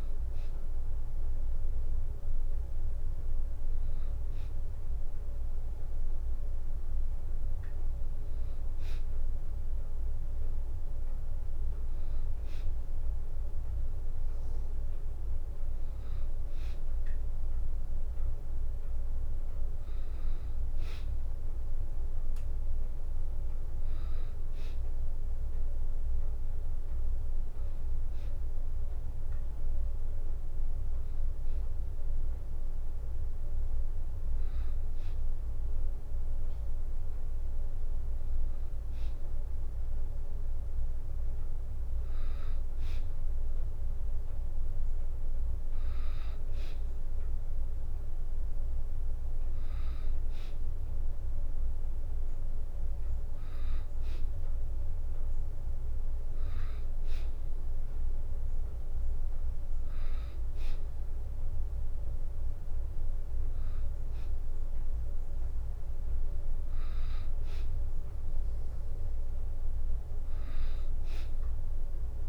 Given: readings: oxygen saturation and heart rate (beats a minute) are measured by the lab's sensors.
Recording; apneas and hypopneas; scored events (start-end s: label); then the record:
breathing in sleep, hard to hear, by a room microphone; none
none scored
From the record:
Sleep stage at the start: N2 (light sleep); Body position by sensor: on the back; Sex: female